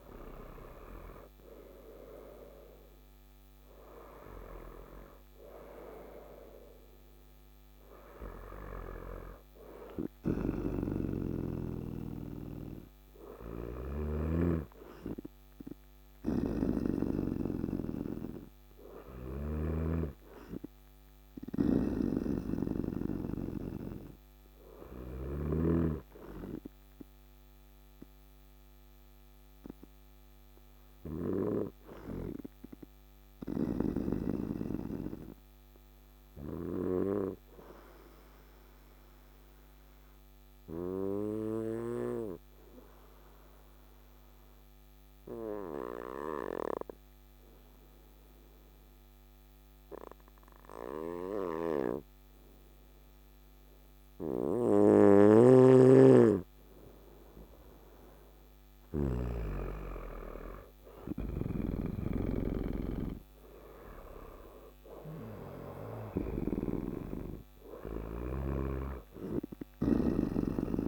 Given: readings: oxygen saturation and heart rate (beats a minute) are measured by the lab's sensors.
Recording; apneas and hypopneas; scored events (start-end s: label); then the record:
breathing in sleep by a microphone on the trachea; 1
0.00-2.00 s: arousal
0.00-28.00 s: oxygen desaturation (device-marked, oxygen 92% lowest, heart rate 57 extreme)
13.00-25.00 s: snoring (device-marked)
25.50-54.00 s: obstructive apnea (oxygen 95% before, 94% lowest, heart rate 62 before, 57 extreme, up 3 after)
52.00-70.88 s: oxygen desaturation (device-marked, oxygen 98% before, 94% lowest, heart rate 57 before, 55 extreme)
54.50-59.00 s: snoring (device-marked)
58.50-62.50 s: arousal
From the record:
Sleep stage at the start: N2 (light sleep); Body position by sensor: on the right side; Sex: male